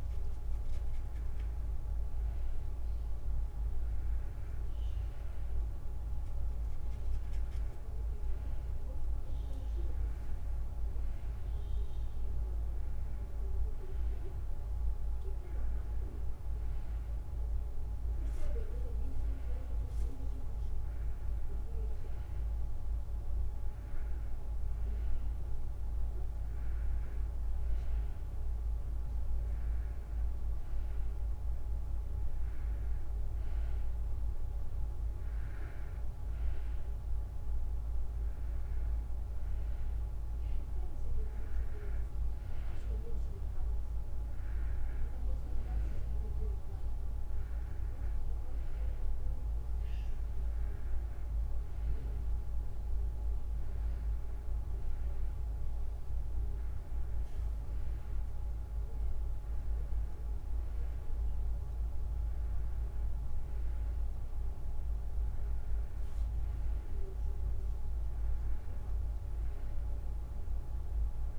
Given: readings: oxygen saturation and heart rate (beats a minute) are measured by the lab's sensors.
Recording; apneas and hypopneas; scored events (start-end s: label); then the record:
breathing in sleep, hard to hear, by a room microphone; none
none scored
From the record:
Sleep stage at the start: N2 (light sleep); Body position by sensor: on the right side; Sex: female